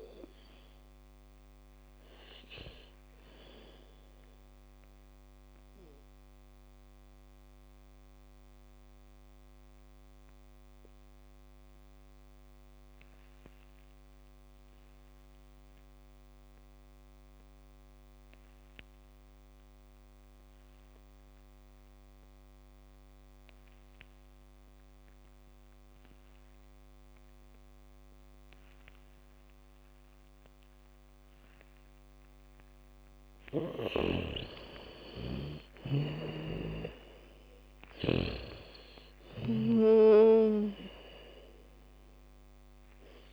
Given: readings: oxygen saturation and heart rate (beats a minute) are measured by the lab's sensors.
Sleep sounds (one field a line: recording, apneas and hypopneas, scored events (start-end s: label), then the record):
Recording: breathing in sleep by a microphone on the trachea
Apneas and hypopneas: 1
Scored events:
0.00-20.50 s: oxygen desaturation (device-marked, oxygen 84% lowest, heart rate 46 extreme)
5.50-34.00 s: mixed apnea (oxygen 99% before, 82% lowest, heart rate 67 before, 54 extreme, up 17 after)
22.50-35.50 s: bradycardia (device-marked, heart rate 70 before, 56 extreme)
33.50-43.33 s: oxygen desaturation (device-marked, oxygen 98% before, 82% lowest, heart rate 66 before, 54 extreme)
36.00-40.00 s: arousal
36.50-40.00 s: snoring (device-marked)
From the record:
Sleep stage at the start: N2 (light sleep)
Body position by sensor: on the back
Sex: female